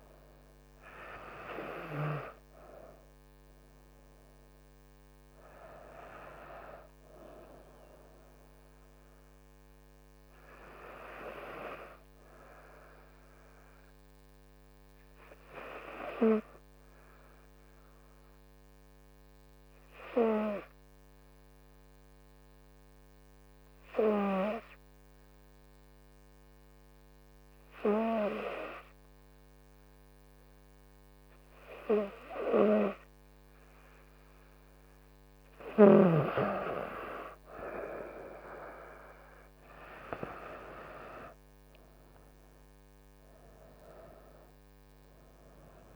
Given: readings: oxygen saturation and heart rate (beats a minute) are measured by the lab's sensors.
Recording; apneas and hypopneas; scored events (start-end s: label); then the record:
breathing in sleep by a microphone on the trachea; 1
18.00-33.50 s: hypopnea (oxygen 96% before, 94% lowest, heart rate 69 before, 68 extreme, up 6 after)
34.50-36.50 s: arousal
37.00-45.96 s: oxygen desaturation (device-marked, oxygen 97% before, 94% lowest, heart rate 69 before, 66 extreme)
From the record:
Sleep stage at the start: N2 (light sleep); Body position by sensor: on the front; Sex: female